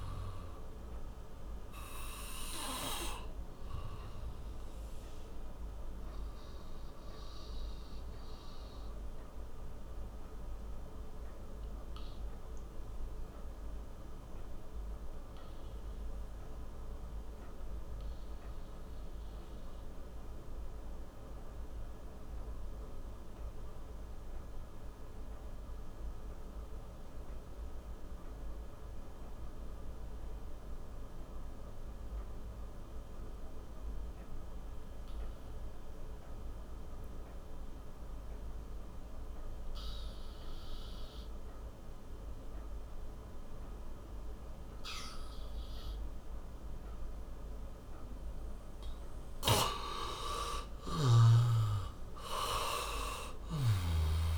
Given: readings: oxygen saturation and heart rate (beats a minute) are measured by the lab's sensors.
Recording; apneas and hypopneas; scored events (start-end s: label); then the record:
breathing in sleep by a room microphone; 1
0.00-23.50 s: oxygen desaturation (device-marked, oxygen 87% lowest)
5.00-49.00 s: mixed apnea (oxygen 97% before, 86% lowest)
37.50-54.38 s: oxygen desaturation (device-marked, oxygen 98% before, 86% lowest)
49.00-54.00 s: snoring (device-marked)
53.00-54.38 s: arousal
From the record:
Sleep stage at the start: N2 (light sleep); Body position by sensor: on the back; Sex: male